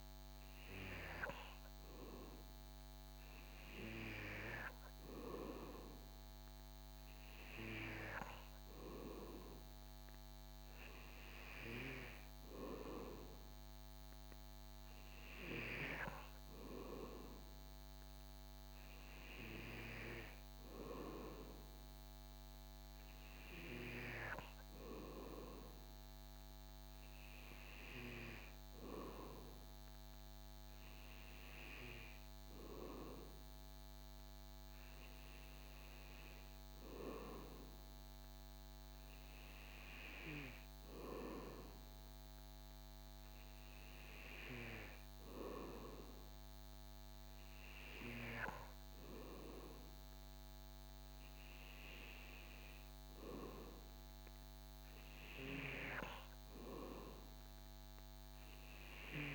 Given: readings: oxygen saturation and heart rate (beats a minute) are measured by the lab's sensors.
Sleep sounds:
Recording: breathing in sleep by a microphone on the trachea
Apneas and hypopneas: none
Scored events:
none scored
From the record:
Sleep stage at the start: N2 (light sleep)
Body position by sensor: on the back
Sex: male

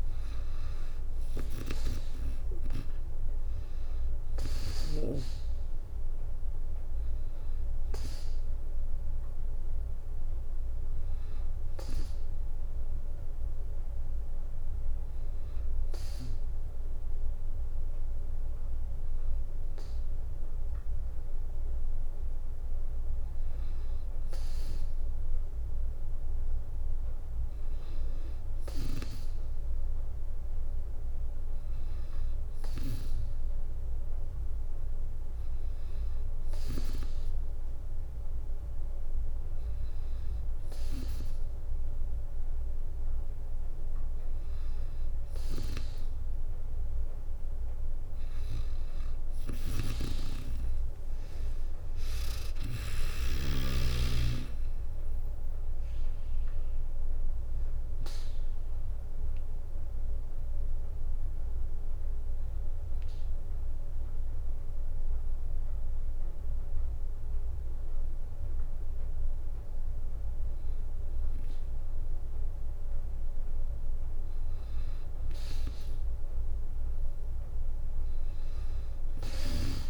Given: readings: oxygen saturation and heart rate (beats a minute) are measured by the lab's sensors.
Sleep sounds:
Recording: breathing in sleep by a room microphone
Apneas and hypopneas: 1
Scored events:
0.00-11.50 s: drop in pulse transit time (device-marked, heart rate 63 extreme)
49.00-53.00 s: snoring (device-marked)
50.00-53.50 s: arousal
54.50-68.50 s: drop in pulse transit time (device-marked, heart rate 64 before, 59 extreme)
61.50-71.50 s: obstructive apnea (oxygen 96% before, 90% lowest, heart rate 65 before, 58 extreme, up 6 after)
63.50-70.50 s: bradycardia (device-marked, heart rate 63 before, 58 extreme)
From the record:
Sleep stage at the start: N2 (light sleep)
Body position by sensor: on the back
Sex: female

